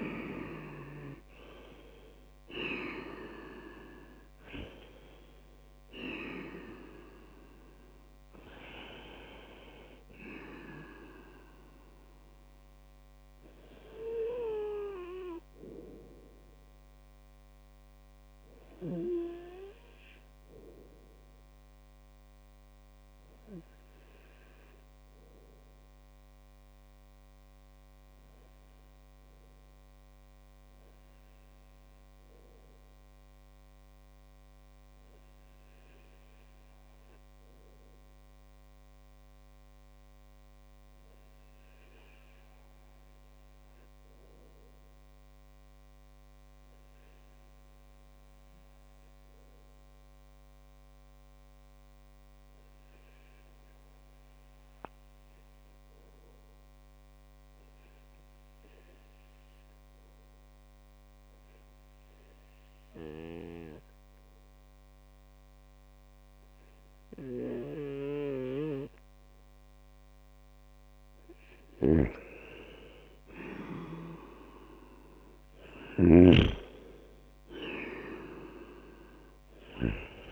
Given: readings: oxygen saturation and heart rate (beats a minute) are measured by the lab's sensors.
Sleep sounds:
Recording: breathing in sleep by a microphone on the trachea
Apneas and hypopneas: 1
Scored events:
0.00-2.50 s: arousal
19.50-70.00 s: obstructive apnea (oxygen 96% before, 95% lowest, heart rate 78 before, 63 extreme, up 5 after)
71.00-80.32 s: snoring (device-marked)
75.00-80.32 s: arousal
From the record:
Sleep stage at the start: REM sleep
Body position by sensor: on the right side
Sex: male

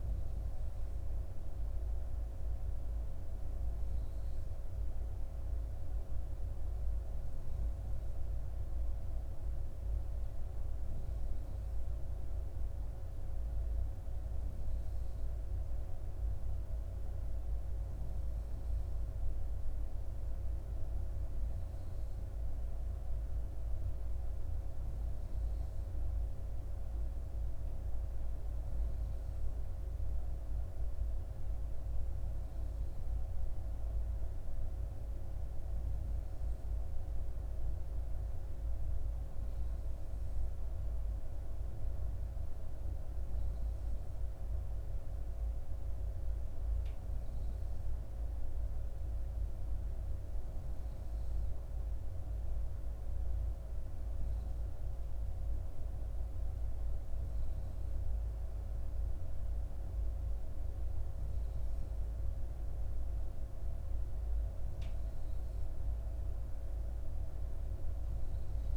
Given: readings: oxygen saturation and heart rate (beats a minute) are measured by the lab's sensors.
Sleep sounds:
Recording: breathing in sleep, hard to hear, by a room microphone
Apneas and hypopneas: none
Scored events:
none scored
From the record:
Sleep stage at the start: N3 (deep sleep)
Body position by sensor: on the back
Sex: female

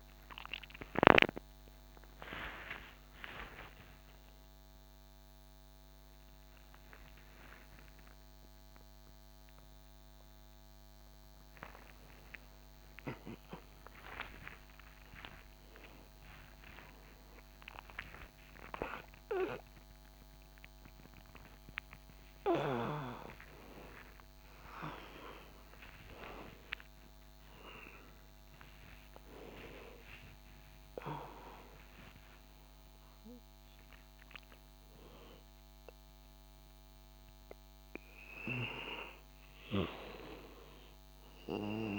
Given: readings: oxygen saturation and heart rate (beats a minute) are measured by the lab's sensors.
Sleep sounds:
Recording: a person awake in a sleep study, by a microphone on the trachea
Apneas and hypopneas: none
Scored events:
12.00-41.99 s: new sleep stage, awake
From the record:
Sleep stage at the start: N2 (light sleep)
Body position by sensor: on the back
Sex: male

